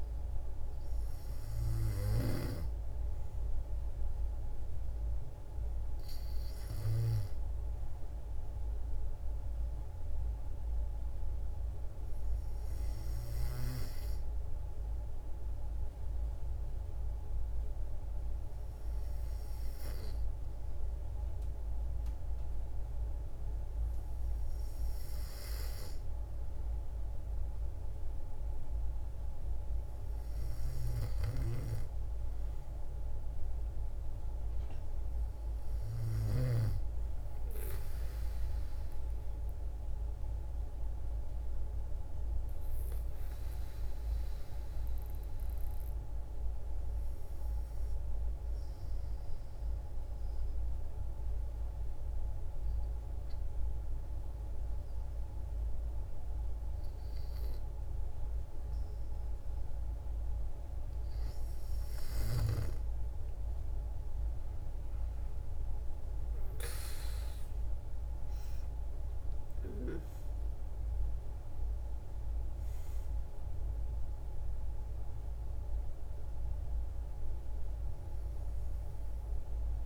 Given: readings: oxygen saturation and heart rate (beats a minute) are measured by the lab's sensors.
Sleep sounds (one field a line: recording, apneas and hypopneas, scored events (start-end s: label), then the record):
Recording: breathing in sleep by a room microphone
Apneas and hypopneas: 2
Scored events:
0.00-0.50 s: arousal
5.00-19.00 s: oxygen desaturation (device-marked, oxygen 95% before, 91% lowest, heart rate 60 before, 57 extreme)
15.50-26.50 s: hypopnea (oxygen 95% before, 90% lowest, heart rate 61 before, 57 extreme, up 2 after)
30.50-34.50 s: arousal
30.50-36.50 s: snoring (device-marked)
46.00-59.50 s: hypopnea (oxygen 95% before, 90% lowest, heart rate 60 before, 56 extreme, up 7 after)
66.50-70.50 s: arousal
67.00-79.86 s: oxygen desaturation (device-marked, oxygen 96% before, 90% lowest, heart rate 59 before, 54 extreme)
From the record:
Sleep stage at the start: N2 (light sleep)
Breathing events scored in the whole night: 464 in 7.3 hours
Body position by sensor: on the back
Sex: female